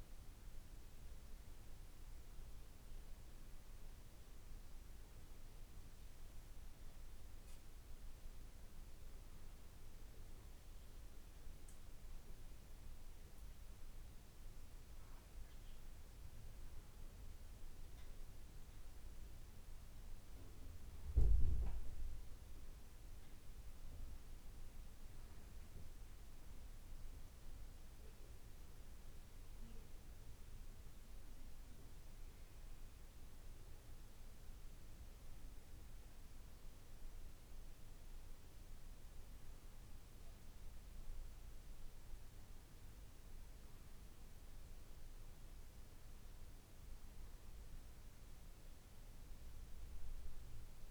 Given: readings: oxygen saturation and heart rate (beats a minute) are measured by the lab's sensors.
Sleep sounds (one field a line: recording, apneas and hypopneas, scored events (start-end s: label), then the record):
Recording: breathing in sleep, hard to hear, by a room microphone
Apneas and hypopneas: none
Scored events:
none scored
From the record:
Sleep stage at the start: N2 (light sleep)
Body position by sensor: on the left side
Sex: male